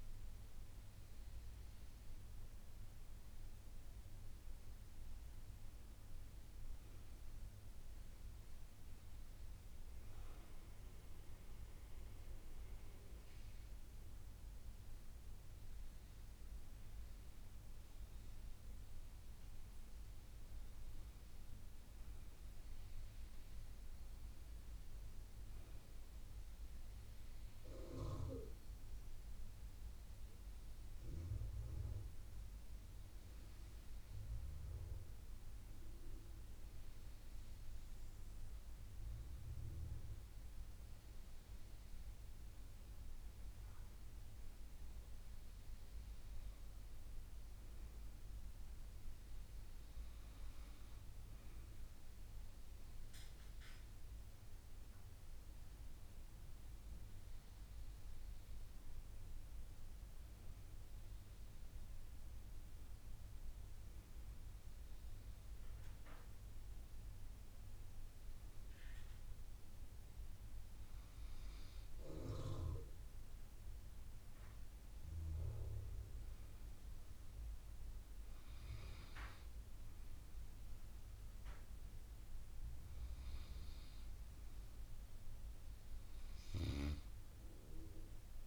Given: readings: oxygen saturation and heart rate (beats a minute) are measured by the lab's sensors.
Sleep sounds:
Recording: breathing in sleep, hard to hear, by a room microphone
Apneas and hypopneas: none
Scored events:
35.00-53.00 s: bradycardia (device-marked)
80.00-88.47 s: new sleep stage, N2 (light sleep)
From the record:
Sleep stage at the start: N1 (lightest sleep)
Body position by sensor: on the back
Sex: female

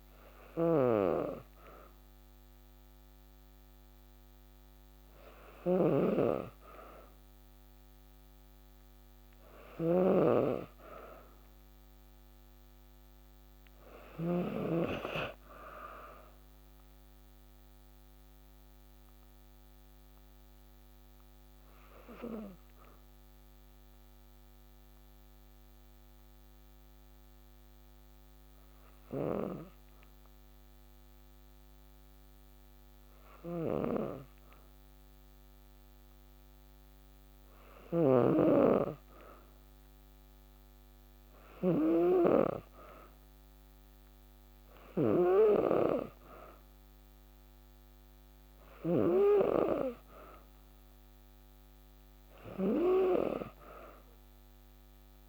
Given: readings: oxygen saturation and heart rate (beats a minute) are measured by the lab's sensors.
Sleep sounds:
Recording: breathing in sleep by a microphone on the trachea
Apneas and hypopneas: 1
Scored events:
0.00-13.50 s: snoring (device-marked)
10.00-14.00 s: arousal
17.00-36.00 s: hypopnea (oxygen 94% before, 93% lowest, heart rate 53 before, 52 extreme, up 1 after)
32.50-48.50 s: snoring (device-marked)
39.00-43.00 s: arousal
From the record:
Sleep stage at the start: N2 (light sleep)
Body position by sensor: on the back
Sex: female

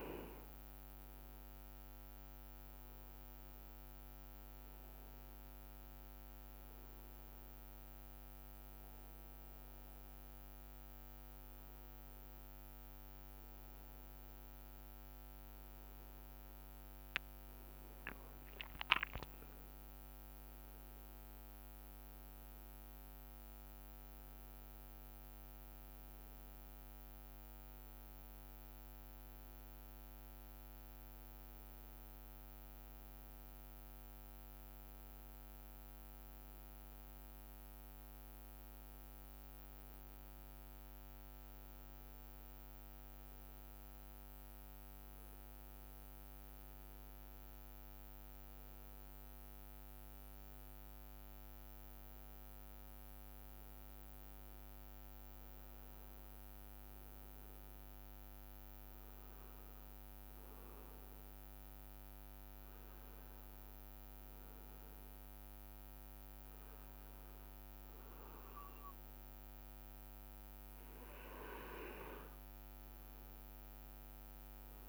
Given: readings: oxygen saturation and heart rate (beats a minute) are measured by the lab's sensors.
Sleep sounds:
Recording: breathing in sleep, hard to hear, by a microphone on the trachea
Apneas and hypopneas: none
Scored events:
none scored
From the record:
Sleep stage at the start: N2 (light sleep)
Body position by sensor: on the right side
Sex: male

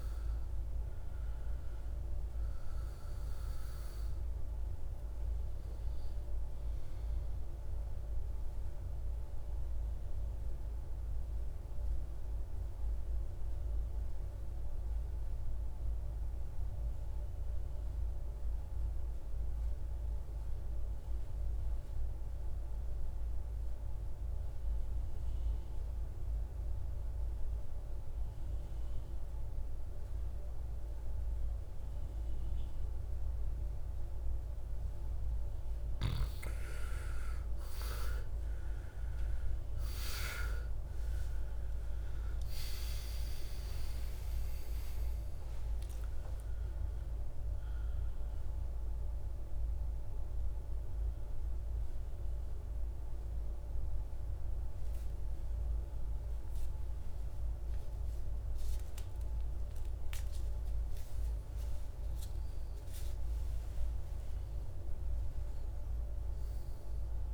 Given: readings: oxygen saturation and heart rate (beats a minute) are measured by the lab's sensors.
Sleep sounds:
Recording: breathing in sleep, hard to hear, by a room microphone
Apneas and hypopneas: 1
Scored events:
0.00-2.00 s: arousal
0.00-21.50 s: oxygen desaturation (device-marked, oxygen 87% lowest, heart rate 54 extreme)
8.50-35.50 s: mixed apnea (oxygen 98% before, 81% lowest, heart rate 60 before, 54 extreme, up 17 after)
34.50-62.50 s: oxygen desaturation (device-marked, oxygen 97% before, 81% lowest, heart rate 59 before, 52 extreme)
39.00-43.50 s: arousal
From the record:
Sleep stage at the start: N2 (light sleep)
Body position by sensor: on the back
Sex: male

